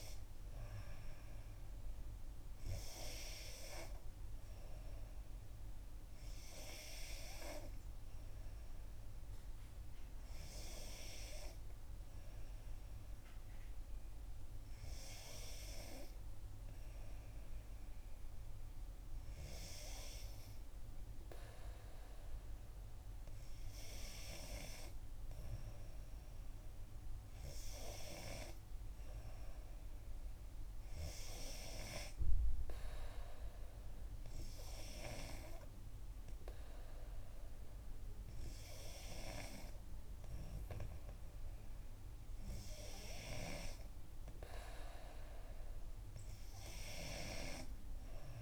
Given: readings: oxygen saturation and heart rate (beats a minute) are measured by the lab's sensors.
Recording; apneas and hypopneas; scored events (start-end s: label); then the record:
breathing in sleep by a room microphone; none
none scored
From the record:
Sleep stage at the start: N2 (light sleep); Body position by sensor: on the back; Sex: female